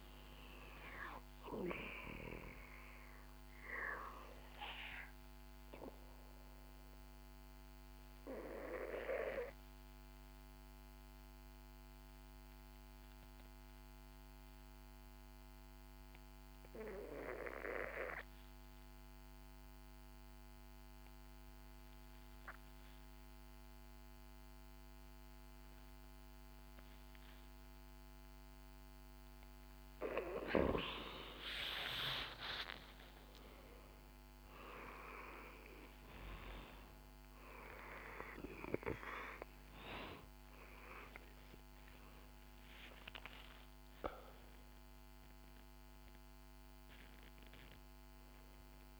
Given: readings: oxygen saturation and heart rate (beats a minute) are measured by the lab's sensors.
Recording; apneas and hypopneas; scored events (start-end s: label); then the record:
breathing in sleep by a microphone on the trachea; 1
0.00-1.00 s: arousal
5.50-20.50 s: oxygen desaturation (device-marked, oxygen 95% before, 91% lowest, heart rate 70 before, 65 extreme)
6.50-29.00 s: obstructive apnea (oxygen 97% before, 90% lowest, heart rate 70 before, 63 extreme, up 8 after)
31.00-36.00 s: arousal
32.50-49.00 s: oxygen desaturation (device-marked, oxygen 96% before, 90% lowest, heart rate 67 before, 61 extreme)
From the record:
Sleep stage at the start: N2 (light sleep); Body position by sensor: on the back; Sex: female